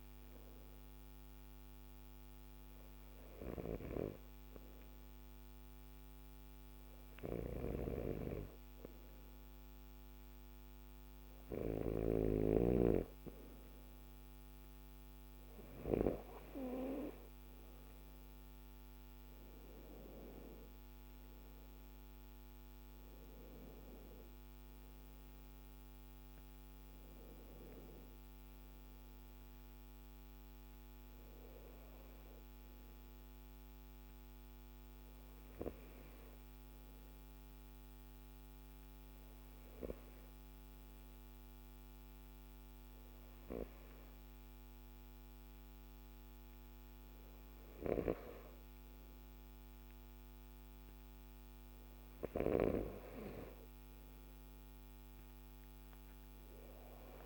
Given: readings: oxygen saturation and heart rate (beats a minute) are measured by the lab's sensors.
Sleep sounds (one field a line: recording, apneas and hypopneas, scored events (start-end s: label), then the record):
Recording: breathing in sleep by a microphone on the trachea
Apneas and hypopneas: none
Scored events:
20.50-25.50 s: arousal
From the record:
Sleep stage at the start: N2 (light sleep)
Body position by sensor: on the left side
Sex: male